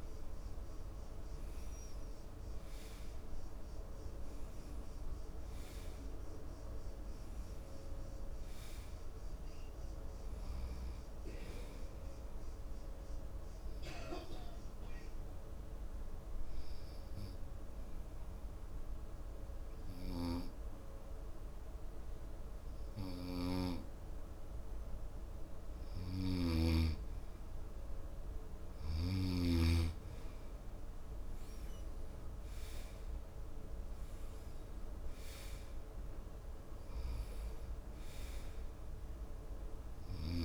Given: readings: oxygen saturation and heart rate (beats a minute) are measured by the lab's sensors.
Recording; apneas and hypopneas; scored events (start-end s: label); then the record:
breathing in sleep by a room microphone; 1
0.00-2.00 s: arousal
13.00-26.50 s: obstructive apnea (oxygen 94% before, 90% lowest)
26.50-30.00 s: snoring (device-marked)
31.50-36.50 s: arousal
From the record:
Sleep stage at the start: N2 (light sleep); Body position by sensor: on the right side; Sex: male